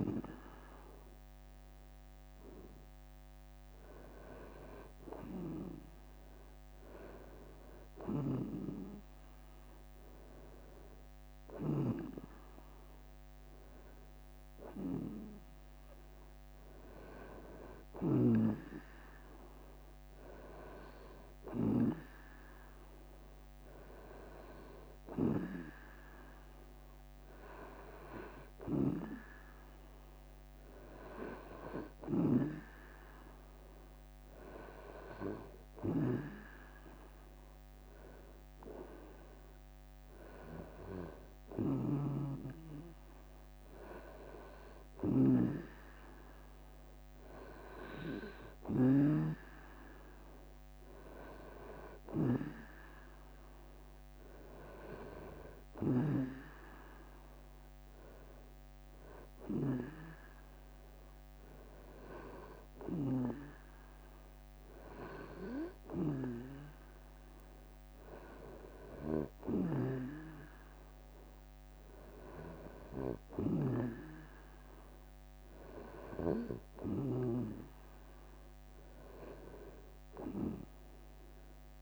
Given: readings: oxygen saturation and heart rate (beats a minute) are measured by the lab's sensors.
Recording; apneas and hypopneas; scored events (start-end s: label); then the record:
breathing in sleep by a microphone on the trachea; none
0.00-11.00 s: drop in pulse transit time (device-marked, heart rate 81 before, 74 extreme)
3.00-5.00 s: long interval between heartbeats (device-marked, heart rate 80 before, 80 extreme)
65.50-67.50 s: long interval between heartbeats (device-marked, heart rate 80 before, 85 extreme)
78.00-80.00 s: long interval between heartbeats (device-marked, heart rate 76 before, 71 extreme)
From the record:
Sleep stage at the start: N2 (light sleep); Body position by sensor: on the right side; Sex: male